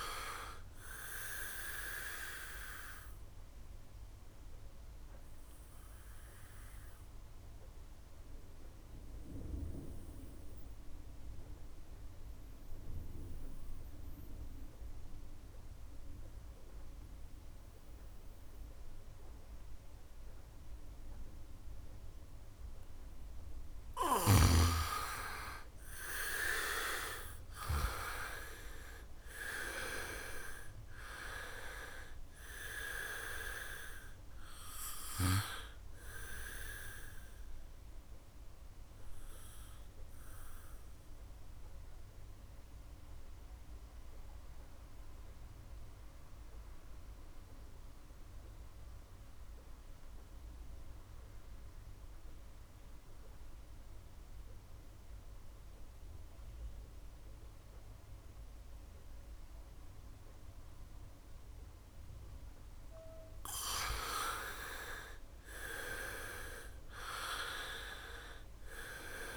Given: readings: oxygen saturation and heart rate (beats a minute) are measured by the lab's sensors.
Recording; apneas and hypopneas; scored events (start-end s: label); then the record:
breathing in sleep by a room microphone; 2
3.00-23.00 s: mixed apnea (oxygen 100% before, 85% lowest, heart rate 70 before, 64 extreme, up 3 after)
4.00-17.00 s: oxygen desaturation (device-marked, oxygen 99% before, 90% lowest, heart rate 70 before, 66 extreme)
23.00-52.00 s: oxygen desaturation (device-marked, oxygen 97% before, 85% lowest, heart rate 68 before, 64 extreme)
25.00-29.00 s: arousal
37.00-62.50 s: mixed apnea (oxygen 97% before, 81% lowest, heart rate 70 before, 62 extreme, up 0 after)
60.00-69.36 s: oxygen desaturation (device-marked, oxygen 99% before, 81% lowest, heart rate 68 before, 62 extreme)
64.50-69.00 s: arousal
From the record:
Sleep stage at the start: N2 (light sleep); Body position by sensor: on the back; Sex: male